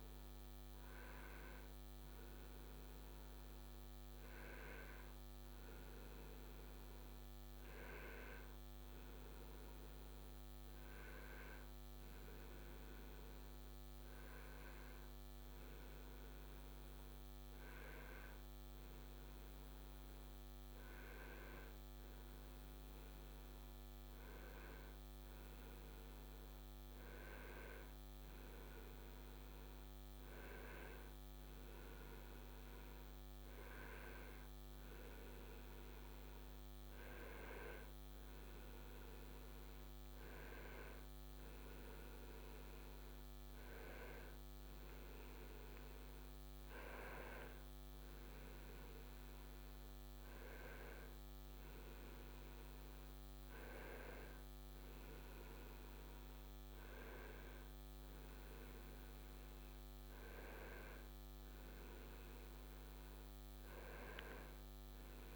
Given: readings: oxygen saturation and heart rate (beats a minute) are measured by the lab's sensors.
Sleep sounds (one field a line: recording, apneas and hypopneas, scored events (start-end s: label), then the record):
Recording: a person awake in a sleep study, by a microphone on the trachea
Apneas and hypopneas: none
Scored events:
none scored
From the record:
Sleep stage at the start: awake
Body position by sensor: on the right side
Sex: male